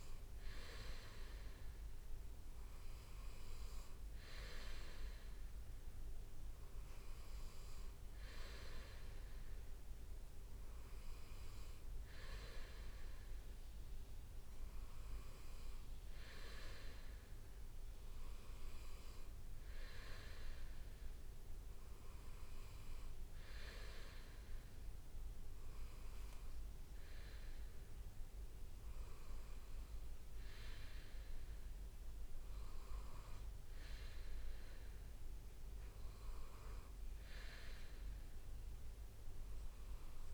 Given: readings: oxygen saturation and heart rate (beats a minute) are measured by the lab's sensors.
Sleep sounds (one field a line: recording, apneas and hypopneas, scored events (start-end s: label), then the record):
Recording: breathing in sleep by a room microphone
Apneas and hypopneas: none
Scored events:
0.00-1.00 s: leg movement (device-marked)
2.50-5.50 s: leg movement (device-marked)
11.00-17.00 s: leg movement (device-marked)
21.50-23.00 s: leg movement (device-marked)
29.00-35.00 s: leg movement (device-marked)
From the record:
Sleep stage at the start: N2 (light sleep)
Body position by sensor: on the right side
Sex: male